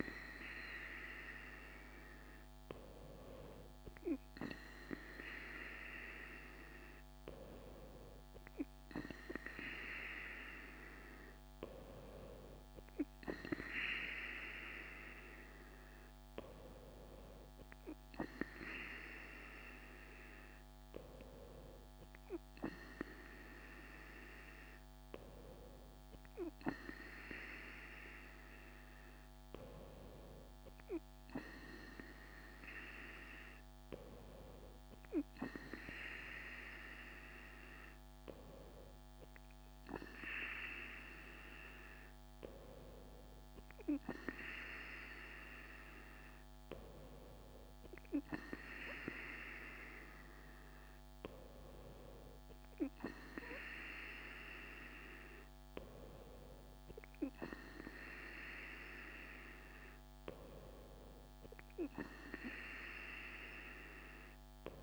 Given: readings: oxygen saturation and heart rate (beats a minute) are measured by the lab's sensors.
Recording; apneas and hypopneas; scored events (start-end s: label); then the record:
breathing in sleep by a microphone on the trachea; none
none scored
From the record:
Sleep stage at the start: N2 (light sleep); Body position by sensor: on the right side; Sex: female